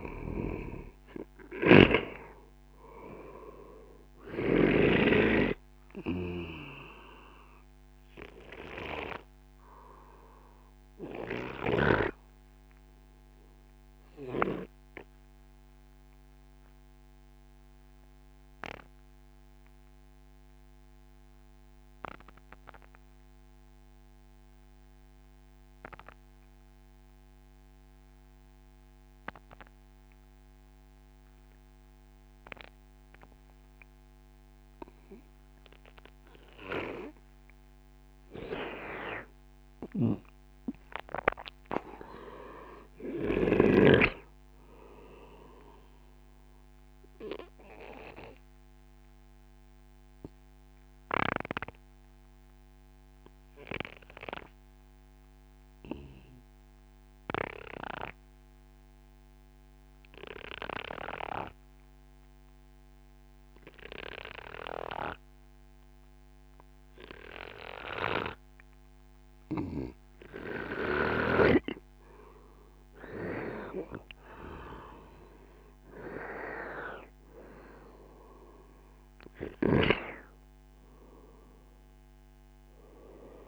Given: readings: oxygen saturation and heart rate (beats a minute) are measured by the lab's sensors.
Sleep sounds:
breathing in sleep by a microphone on the trachea; 2
0.00-1.00 s: arousal
9.00-36.00 s: obstructive apnea (oxygen 97% before, 93% lowest, heart rate 61 before, 25 extreme)
39.00-42.50 s: arousal
48.50-70.50 s: obstructive apnea (oxygen 98% before, 93% lowest, heart rate 54 before, 36 extreme, up 26 after)
71.50-76.00 s: arousal
From the record:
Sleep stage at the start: N2 (light sleep); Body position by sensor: on the right side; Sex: male

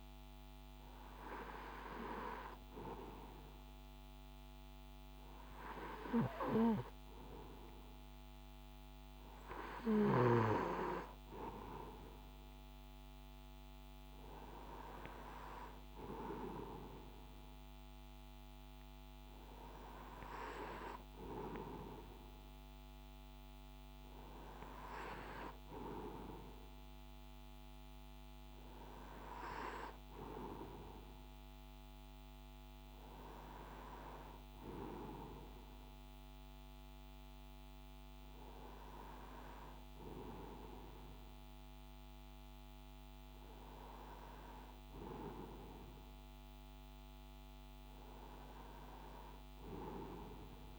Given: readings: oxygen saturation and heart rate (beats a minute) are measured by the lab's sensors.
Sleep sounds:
breathing in sleep by a microphone on the trachea; none
none scored
From the record:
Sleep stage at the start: N2 (light sleep); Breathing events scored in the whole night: 112 in 6.8 hours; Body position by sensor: on the right side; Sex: male

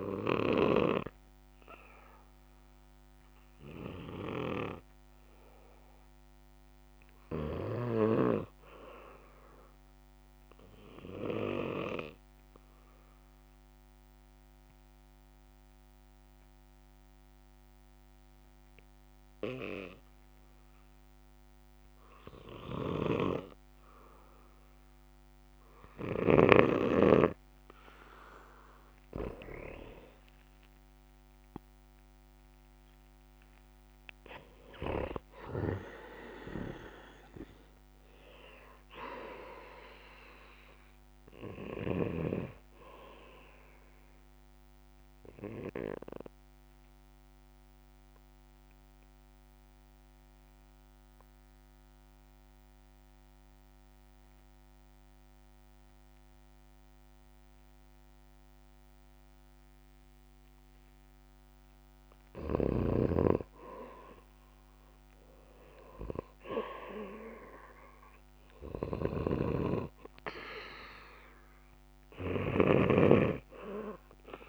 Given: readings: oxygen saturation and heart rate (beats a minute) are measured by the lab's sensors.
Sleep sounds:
breathing in sleep by a microphone on the trachea; 2
0.00-7.00 s: oxygen desaturation (device-marked, oxygen 92% lowest, heart rate 61 extreme)
11.50-27.00 s: obstructive apnea (oxygen 96% before, 88% lowest, heart rate 66 before, 59 extreme, up 11 after)
23.00-27.00 s: snoring (device-marked)
27.00-56.00 s: oxygen desaturation (device-marked, oxygen 96% before, 88% lowest, heart rate 65 before, 59 extreme)
29.50-32.50 s: arousal
46.00-62.00 s: mixed apnea (oxygen 96% before, 89% lowest, heart rate 67 before, 63 extreme, up 7 after)
63.00-74.49 s: snoring (device-marked)
64.00-66.50 s: arousal
67.00-74.49 s: oxygen desaturation (device-marked, oxygen 97% before, 91% lowest, heart rate 65 before, 64 extreme)
From the record:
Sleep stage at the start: N2 (light sleep); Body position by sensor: on the back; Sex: male

